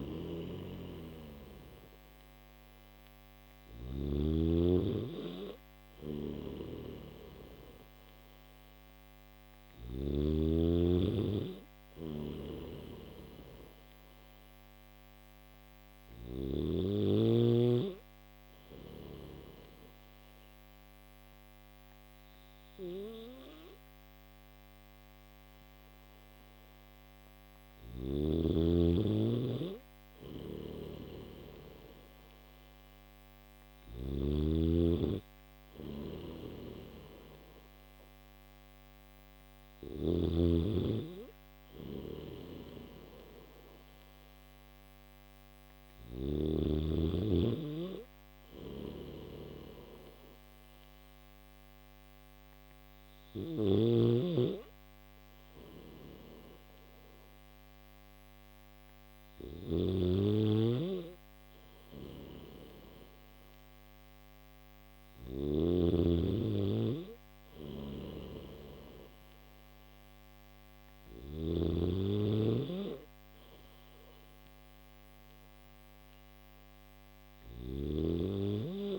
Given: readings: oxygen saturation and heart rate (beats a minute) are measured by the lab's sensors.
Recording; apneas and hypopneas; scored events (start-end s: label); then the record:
breathing in sleep by a microphone on the trachea; none
0.00-3.50 s: snoring (device-marked)
5.50-9.50 s: snoring (device-marked)
11.50-16.00 s: snoring (device-marked)
27.00-33.50 s: snoring (device-marked)
35.50-39.50 s: snoring (device-marked)
41.50-46.00 s: snoring (device-marked)
48.00-65.00 s: snoring (device-marked)
67.00-78.99 s: snoring (device-marked)
From the record:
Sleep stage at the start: N3 (deep sleep); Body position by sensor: on the back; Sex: male